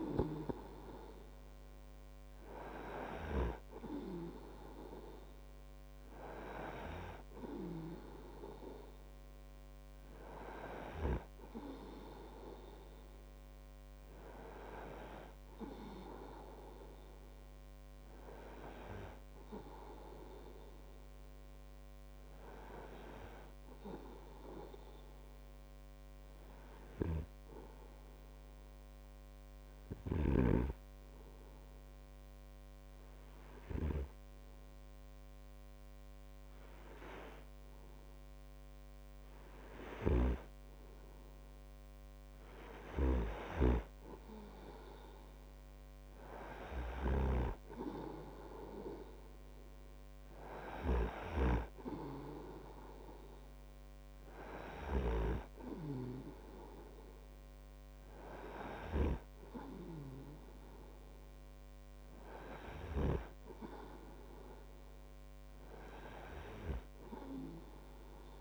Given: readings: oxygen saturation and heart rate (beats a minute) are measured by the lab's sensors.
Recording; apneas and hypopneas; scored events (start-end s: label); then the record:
breathing in sleep by a microphone on the trachea; 1
27.50-41.00 s: hypopnea (oxygen 98% before, 96% lowest)
40.00-44.00 s: snoring (device-marked)
42.50-46.50 s: arousal
From the record:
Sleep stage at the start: N2 (light sleep); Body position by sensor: on the right side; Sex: male